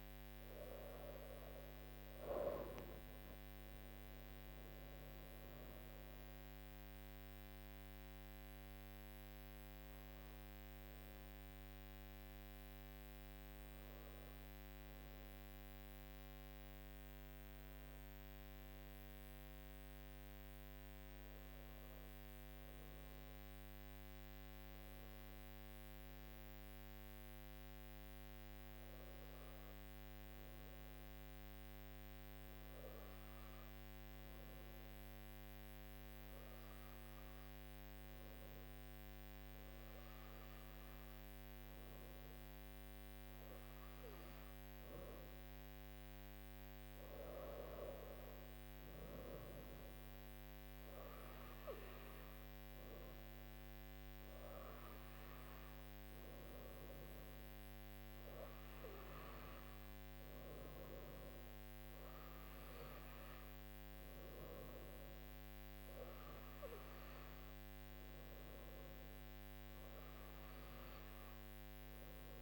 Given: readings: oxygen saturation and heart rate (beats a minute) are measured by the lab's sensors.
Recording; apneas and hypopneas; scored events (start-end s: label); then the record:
breathing in sleep, hard to hear, by a microphone on the trachea; 1
0.00-4.00 s: arousal
22.00-42.50 s: hypopnea (oxygen 99% before, 97% lowest, heart rate 56 before, 52 extreme, up 9 after)
44.00-47.50 s: arousal
From the record:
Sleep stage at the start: N2 (light sleep); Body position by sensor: on the right side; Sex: female